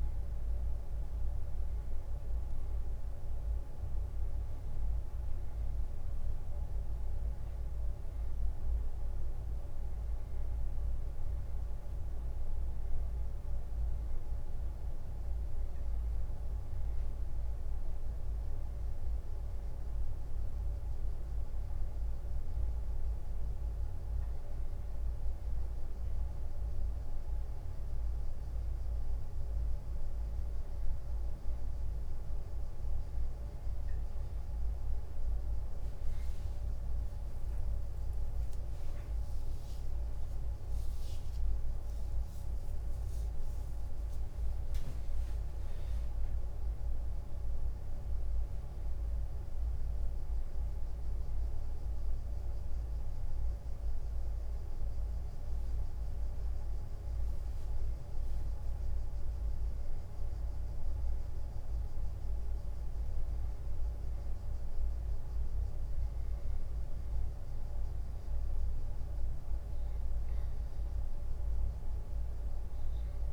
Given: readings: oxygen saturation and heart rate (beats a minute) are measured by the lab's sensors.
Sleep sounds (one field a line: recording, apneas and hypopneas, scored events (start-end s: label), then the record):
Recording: breathing in sleep, hard to hear, by a room microphone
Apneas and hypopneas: none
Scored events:
42.50-46.00 s: arousal
From the record:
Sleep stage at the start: N1 (lightest sleep)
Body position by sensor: on the back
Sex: male